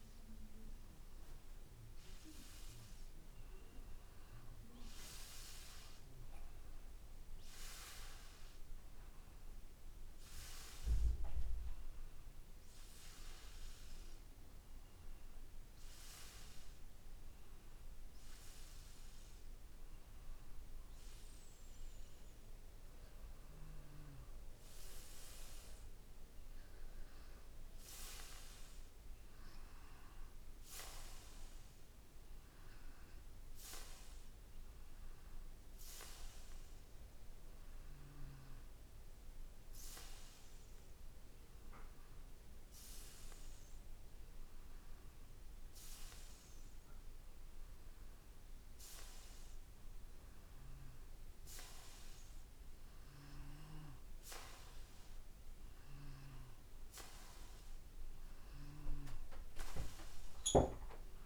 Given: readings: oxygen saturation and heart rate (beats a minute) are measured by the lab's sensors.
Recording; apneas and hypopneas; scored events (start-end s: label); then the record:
breathing in sleep by a room microphone; none
none scored
From the record:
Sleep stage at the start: N2 (light sleep); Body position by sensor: on the back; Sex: male